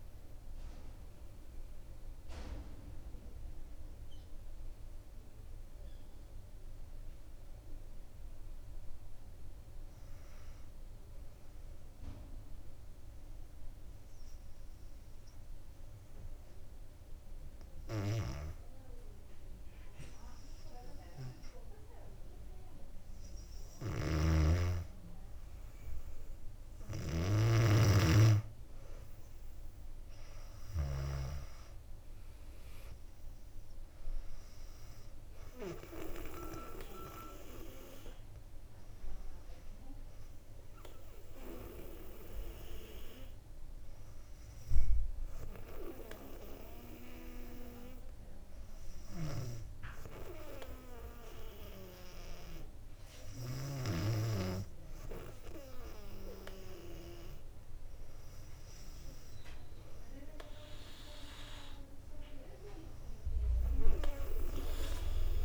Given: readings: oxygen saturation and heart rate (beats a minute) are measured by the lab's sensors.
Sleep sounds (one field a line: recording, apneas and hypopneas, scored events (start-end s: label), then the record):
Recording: breathing in sleep by a room microphone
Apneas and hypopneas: 2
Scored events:
12.50-23.50 s: obstructive apnea (oxygen 97% before, 95% lowest, heart rate 64 before, 59 extreme, up 2 after)
24.00-31.50 s: snoring (device-marked)
28.00-32.00 s: arousal
28.00-65.45 s: new sleep stage, N2 (light sleep)
31.00-50.00 s: oxygen desaturation (device-marked, oxygen 98% before, 95% lowest, heart rate 60 before, 59 extreme)
45.00-58.50 s: hypopnea (oxygen 98% before, 95% lowest, heart rate 62 before, 61 extreme, up 3 after)
60.50-64.00 s: arousal
From the record:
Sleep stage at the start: N1 (lightest sleep)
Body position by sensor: on the back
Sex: female